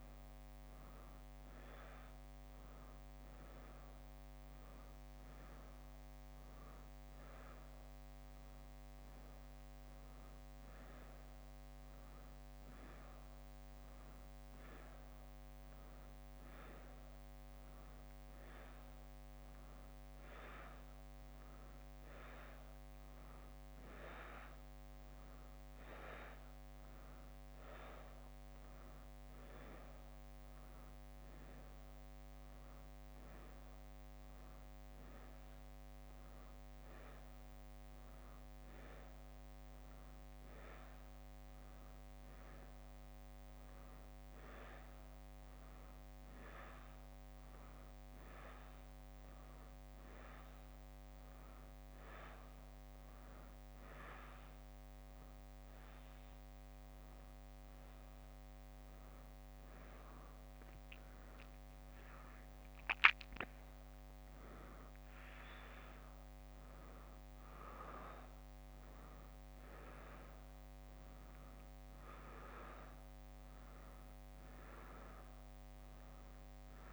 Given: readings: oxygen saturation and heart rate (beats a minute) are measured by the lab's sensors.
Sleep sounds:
a person awake in a sleep study, by a microphone on the trachea; none
59.50-62.50 s: leg movement (device-marked)
62.00-72.00 s: drop in pulse transit time (device-marked, heart rate 63 before, 64 extreme)
From the record:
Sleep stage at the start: awake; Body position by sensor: on the back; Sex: female

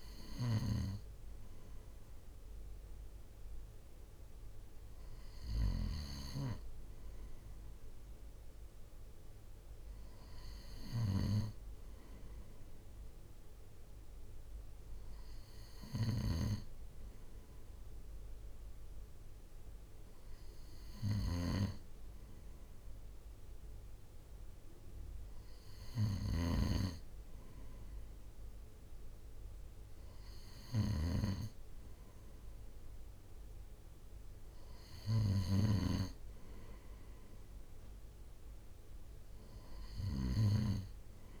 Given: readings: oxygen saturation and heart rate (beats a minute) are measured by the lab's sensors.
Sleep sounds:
breathing in sleep by a room microphone; none
none scored
From the record:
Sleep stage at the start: N2 (light sleep); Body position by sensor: on the right side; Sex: male

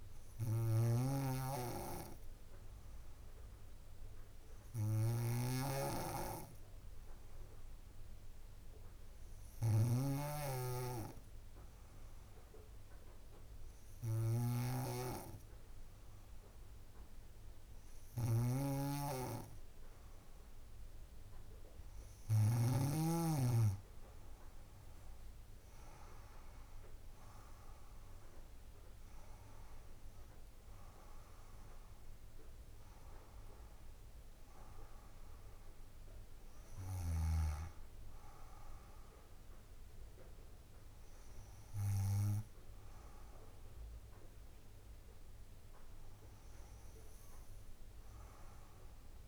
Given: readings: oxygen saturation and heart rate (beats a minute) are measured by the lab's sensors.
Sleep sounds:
breathing in sleep by a room microphone; none
0.00-23.00 s: snoring (device-marked)
From the record:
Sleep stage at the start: N2 (light sleep); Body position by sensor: on the back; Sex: female

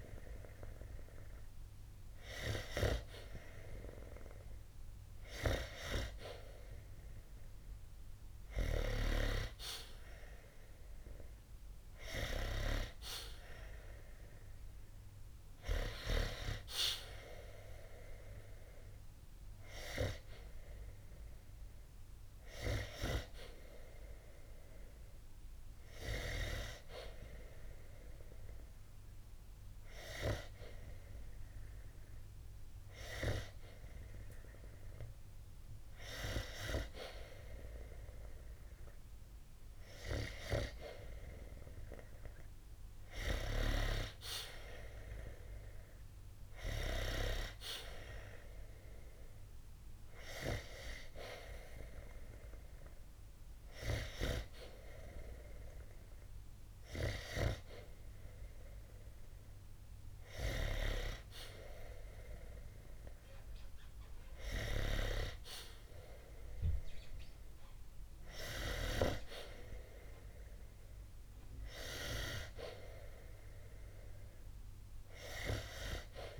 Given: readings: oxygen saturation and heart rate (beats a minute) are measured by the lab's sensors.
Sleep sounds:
breathing in sleep by a room microphone; 1
23.50-26.50 s: arousal
28.50-41.00 s: hypopnea (oxygen 95% before, 92% lowest, heart rate 68 before, 60 extreme, up 6 after)
43.50-46.50 s: arousal
From the record:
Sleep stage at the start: N2 (light sleep); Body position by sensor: on the back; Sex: male

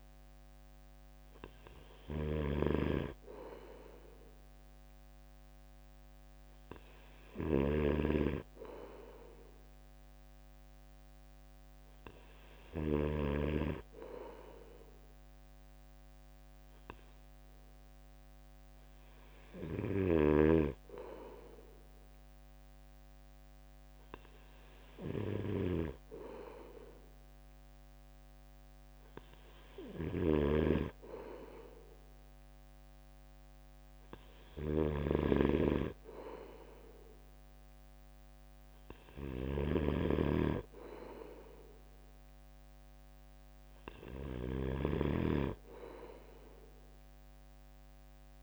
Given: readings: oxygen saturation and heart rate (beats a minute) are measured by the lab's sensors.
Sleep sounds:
breathing in sleep by a microphone on the trachea; none
0.00-13.00 s: snoring (device-marked)
29.50-48.43 s: snoring (device-marked)
From the record:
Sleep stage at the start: N3 (deep sleep); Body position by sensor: on the right side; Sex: male

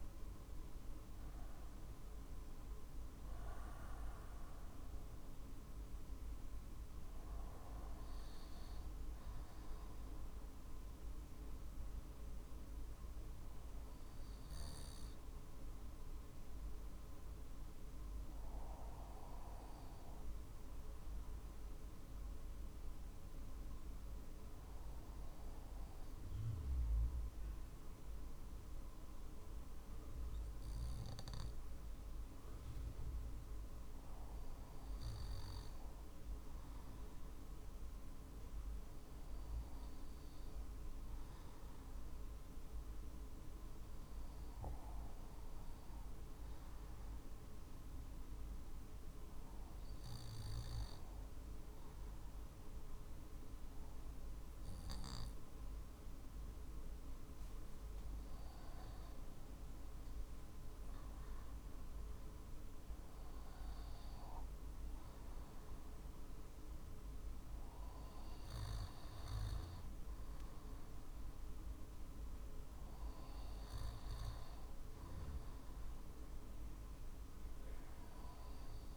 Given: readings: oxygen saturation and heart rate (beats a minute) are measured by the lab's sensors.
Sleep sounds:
breathing in sleep, hard to hear, by a room microphone; 1
0.00-5.50 s: drop in pulse transit time (device-marked, heart rate 48 extreme)
11.50-56.00 s: obstructive apnea (oxygen 94% before, 88% lowest, heart rate 50 before, 46 extreme, up 4 after)
21.50-36.50 s: oxygen desaturation (device-marked, oxygen 95% before, 88% lowest, heart rate 47 before, 46 extreme)
58.50-63.00 s: arousal
From the record:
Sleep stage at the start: N2 (light sleep); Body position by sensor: on the back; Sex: male

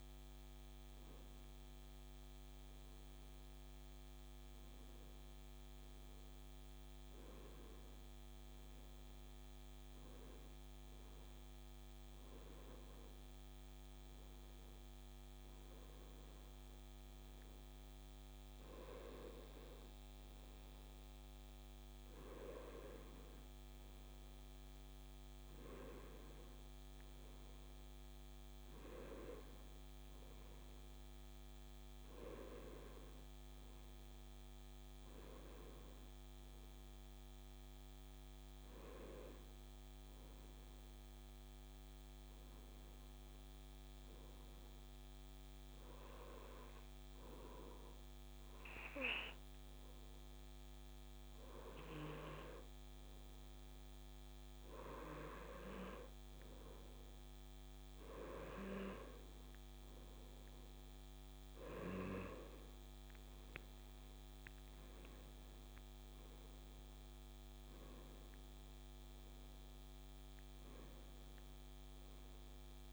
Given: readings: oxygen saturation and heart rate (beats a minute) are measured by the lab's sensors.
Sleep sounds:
breathing in sleep by a microphone on the trachea; none
none scored
From the record:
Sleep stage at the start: N2 (light sleep); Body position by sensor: on the right side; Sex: male

